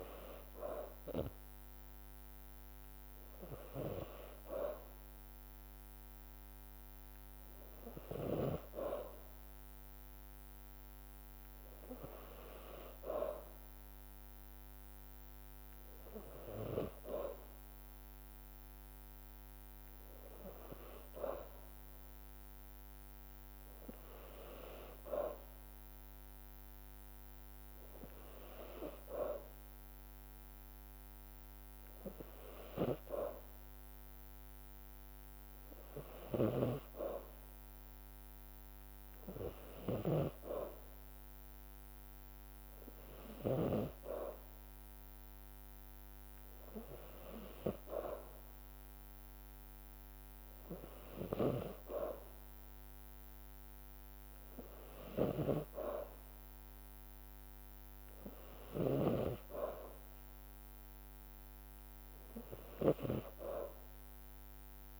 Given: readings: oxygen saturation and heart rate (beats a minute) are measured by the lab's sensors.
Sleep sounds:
breathing in sleep by a microphone on the trachea; none
36.00-43.50 s: snoring (device-marked)
51.00-65.00 s: snoring (device-marked)
From the record:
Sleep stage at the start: N2 (light sleep); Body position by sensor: on the back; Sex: female

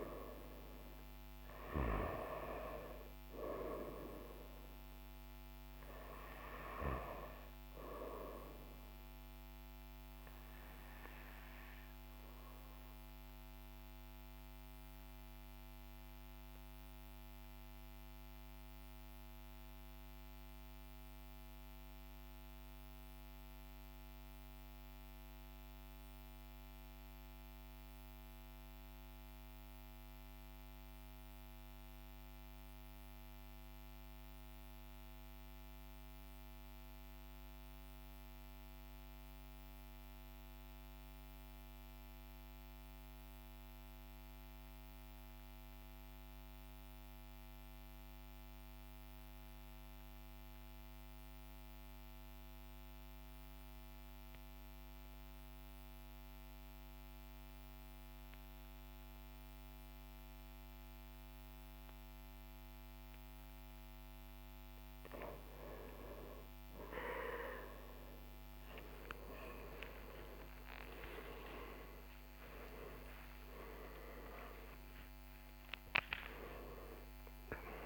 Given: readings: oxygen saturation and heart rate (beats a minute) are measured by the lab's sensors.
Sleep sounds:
breathing in sleep by a microphone on the trachea; 1
0.00-2.50 s: oxygen desaturation (device-marked, oxygen 94% lowest, heart rate 39 extreme)
4.50-29.50 s: oxygen desaturation (device-marked, oxygen 98% before, 91% lowest, heart rate 43 before, 39 extreme)
12.50-63.00 s: obstructive apnea (oxygen 98% before, 91% lowest, heart rate 43 before, 39 extreme, up 7 after)
56.50-77.86 s: new sleep stage, N1 (lightest sleep)
68.00-74.00 s: arousal
From the record:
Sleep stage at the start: N2 (light sleep); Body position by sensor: on the back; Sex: male

